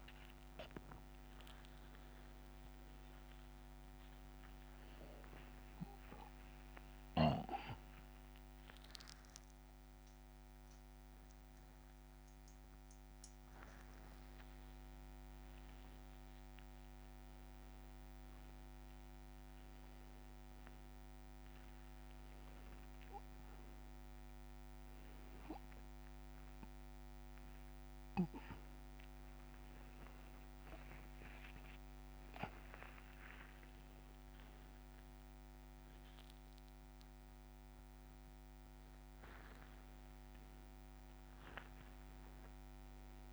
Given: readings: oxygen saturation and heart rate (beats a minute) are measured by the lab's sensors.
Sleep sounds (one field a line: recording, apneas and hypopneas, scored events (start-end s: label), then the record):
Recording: a person awake in a sleep study, by a microphone on the trachea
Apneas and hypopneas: none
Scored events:
0.00-2.00 s: long interval between heartbeats (device-marked, heart rate 120 before, 115 extreme)
7.00-20.00 s: tachycardia (device-marked, heart rate 69 before, 143 extreme)
11.00-13.00 s: long interval between heartbeats (device-marked, heart rate 111 before, 121 extreme)
14.00-29.00 s: oxygen desaturation (device-marked, oxygen 99% before, 96% lowest, heart rate 114 before, 74 extreme)
16.50-18.50 s: long interval between heartbeats (device-marked, heart rate 113 before, 131 extreme)
41.00-43.33 s: tachycardia (device-marked, heart rate 71 before, 120 extreme)
From the record:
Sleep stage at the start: awake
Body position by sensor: upright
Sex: male